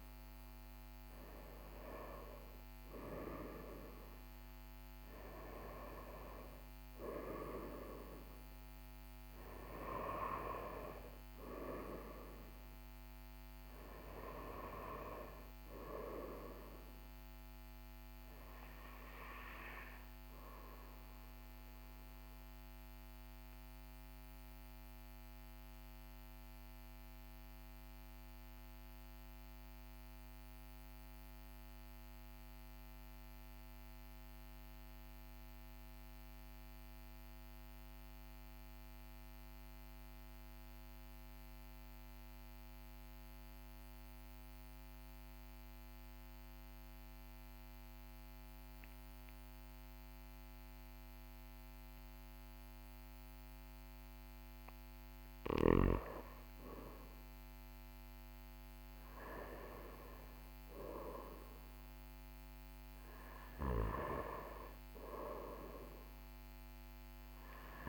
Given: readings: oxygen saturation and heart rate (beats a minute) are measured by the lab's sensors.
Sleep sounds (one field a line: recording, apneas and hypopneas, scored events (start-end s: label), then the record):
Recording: breathing in sleep by a microphone on the trachea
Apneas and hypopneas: 1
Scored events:
0.00-2.00 s: arousal
21.50-54.00 s: obstructive apnea (oxygen 99% before, 95% lowest, heart rate 42 before, 39 extreme, up 1 after)
55.00-59.50 s: arousal
From the record:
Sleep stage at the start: REM sleep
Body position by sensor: on the back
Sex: male